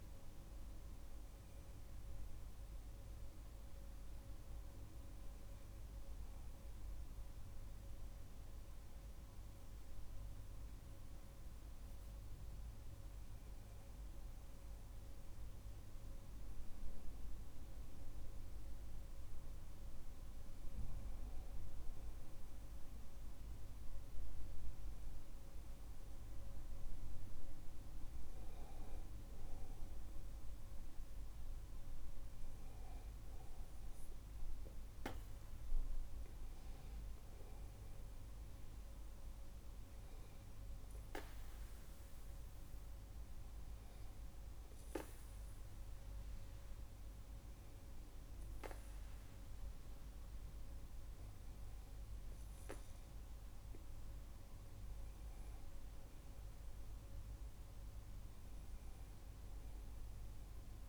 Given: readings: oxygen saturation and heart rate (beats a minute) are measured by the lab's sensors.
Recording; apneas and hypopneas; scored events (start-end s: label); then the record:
breathing in sleep, hard to hear, by a room microphone; none
4.50-60.89 s: new sleep stage, N2 (light sleep)
From the record:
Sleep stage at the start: N1 (lightest sleep); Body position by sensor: on the back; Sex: male